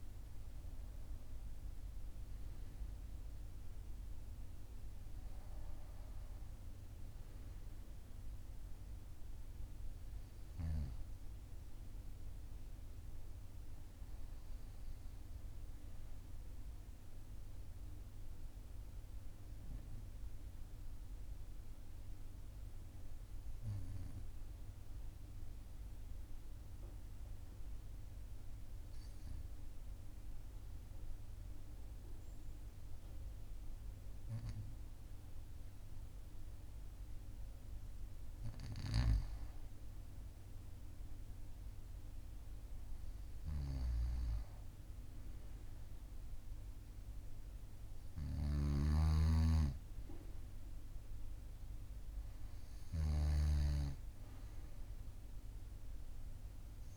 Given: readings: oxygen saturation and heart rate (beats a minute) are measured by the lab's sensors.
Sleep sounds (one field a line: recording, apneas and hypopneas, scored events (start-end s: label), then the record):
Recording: breathing in sleep by a room microphone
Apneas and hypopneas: 1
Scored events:
20.00-37.50 s: hypopnea (oxygen 99% before, 95% lowest, heart rate 43 before, 41 extreme, up 1 after)
40.00-45.50 s: arousal
From the record:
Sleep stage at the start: REM sleep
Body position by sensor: on the right side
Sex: male